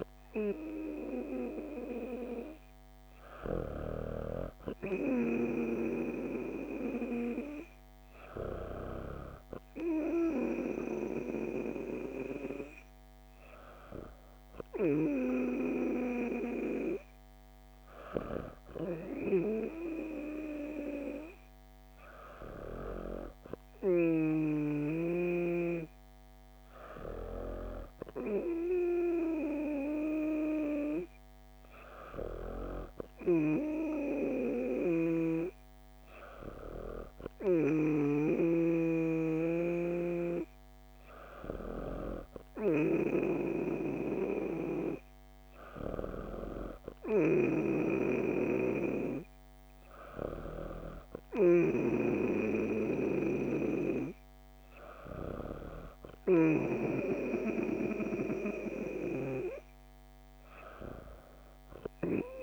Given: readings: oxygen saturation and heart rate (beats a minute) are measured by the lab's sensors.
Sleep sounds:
breathing in sleep by a microphone on the trachea; none
none scored
From the record:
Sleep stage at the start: N2 (light sleep); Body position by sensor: on the back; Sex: female

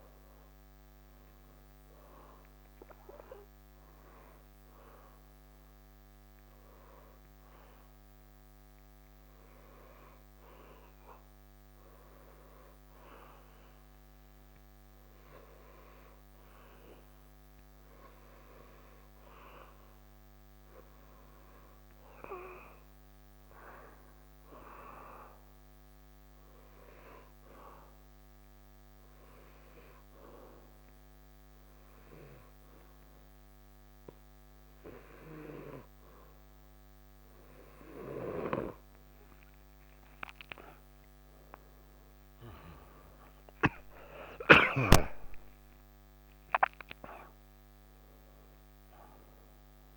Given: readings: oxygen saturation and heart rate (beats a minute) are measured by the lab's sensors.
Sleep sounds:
breathing in sleep by a microphone on the trachea; 2
0.00-10.50 s: oxygen desaturation (device-marked, oxygen 87% lowest, heart rate 65 extreme)
3.00-18.50 s: obstructive apnea (oxygen 94% before, 88% lowest, heart rate 105 before, 66 extreme, up 1 after)
20.00-23.00 s: arousal
27.50-41.00 s: obstructive apnea (oxygen 96% before, 90% lowest, heart rate 68 before, 65 extreme, up 53 after)
42.50-47.00 s: arousal
47.50-49.97 s: oxygen desaturation (device-marked, oxygen 94% before, 90% lowest, heart rate 76 before, 66 extreme)
From the record:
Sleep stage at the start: N2 (light sleep); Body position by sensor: on the back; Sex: male

